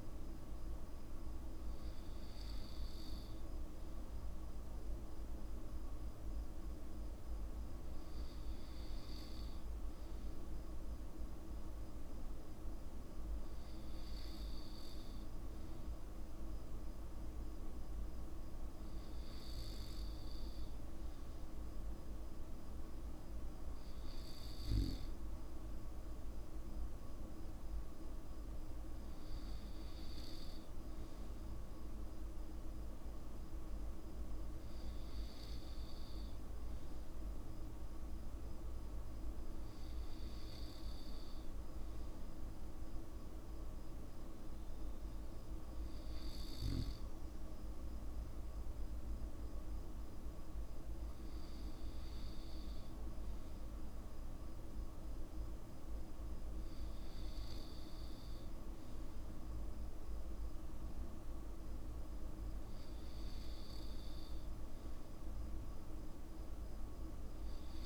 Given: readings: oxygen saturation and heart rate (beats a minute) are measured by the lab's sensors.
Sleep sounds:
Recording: breathing in sleep, hard to hear, by a room microphone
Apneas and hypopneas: none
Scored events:
none scored
From the record:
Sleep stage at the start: N2 (light sleep)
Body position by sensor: on the back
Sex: male

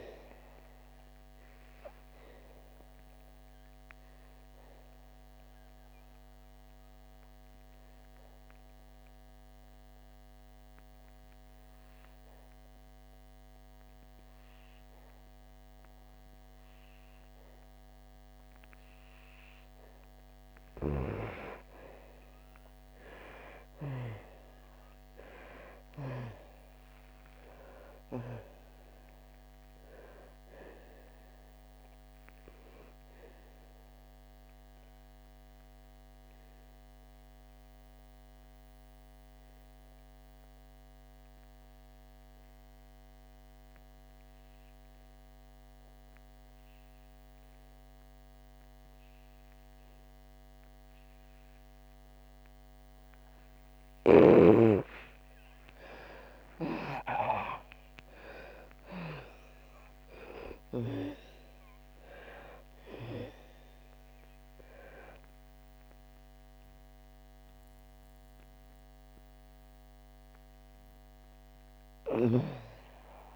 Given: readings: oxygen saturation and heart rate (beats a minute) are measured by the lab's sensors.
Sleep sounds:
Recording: breathing in sleep by a microphone on the trachea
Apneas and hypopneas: 2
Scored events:
0.00-10.50 s: oxygen desaturation (device-marked, oxygen 84% lowest, heart rate 58 extreme)
3.50-20.00 s: obstructive apnea (oxygen 98% before, 82% lowest, heart rate 75 before, 58 extreme, up 22 after)
21.50-26.00 s: arousal
27.50-47.50 s: oxygen desaturation (device-marked, oxygen 98% before, 88% lowest, heart rate 66 before, 39 extreme)
34.00-53.00 s: obstructive apnea (oxygen 98% before, 82% lowest, heart rate 70 before, 39 extreme, up 2 after)
49.50-73.36 s: oxygen desaturation (device-marked, oxygen 98% before, 82% lowest, heart rate 65 before, 39 extreme)
55.00-59.00 s: arousal
From the record:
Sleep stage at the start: N2 (light sleep)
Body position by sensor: on the back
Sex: female

